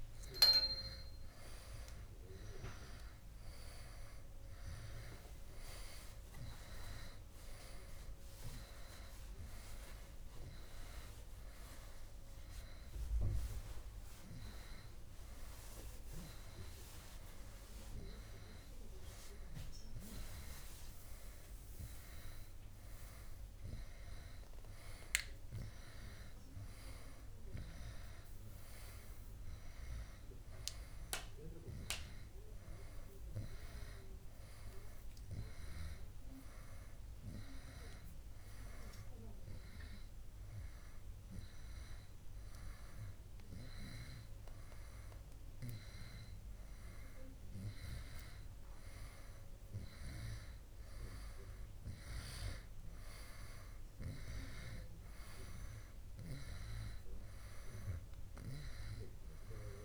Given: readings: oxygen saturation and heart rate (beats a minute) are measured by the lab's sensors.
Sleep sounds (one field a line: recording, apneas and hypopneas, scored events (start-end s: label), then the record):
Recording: breathing in sleep by a room microphone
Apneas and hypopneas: none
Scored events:
none scored
From the record:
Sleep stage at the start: N2 (light sleep)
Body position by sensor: on the back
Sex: male